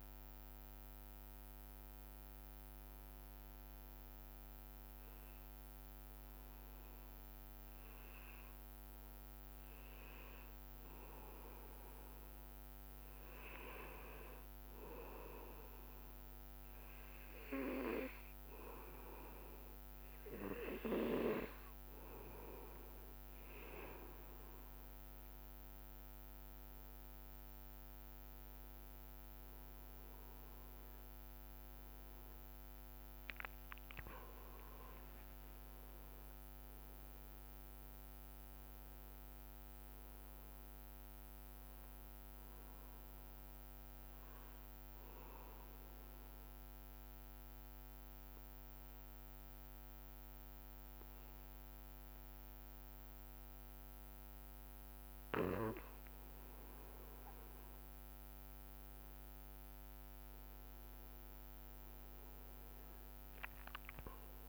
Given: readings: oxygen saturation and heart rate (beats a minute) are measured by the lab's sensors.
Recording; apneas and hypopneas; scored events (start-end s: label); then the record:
breathing in sleep by a microphone on the trachea; 2
2.00-24.00 s: hypopnea (oxygen 99% before, 92% lowest, heart rate 67 before, 57 extreme, up 8 after)
18.50-46.50 s: oxygen desaturation (device-marked, oxygen 99% before, 94% lowest, heart rate 61 before, 61 extreme)
26.50-31.50 s: arousal
45.50-58.00 s: mixed apnea (oxygen 98% before, 92% lowest, heart rate 68 before, 60 extreme, up 2 after)
60.50-64.49 s: arousal
61.50-64.49 s: oxygen desaturation (device-marked, oxygen 98% before, 92% lowest, heart rate 65 before, 58 extreme)
From the record:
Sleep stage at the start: N2 (light sleep); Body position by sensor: on the back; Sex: male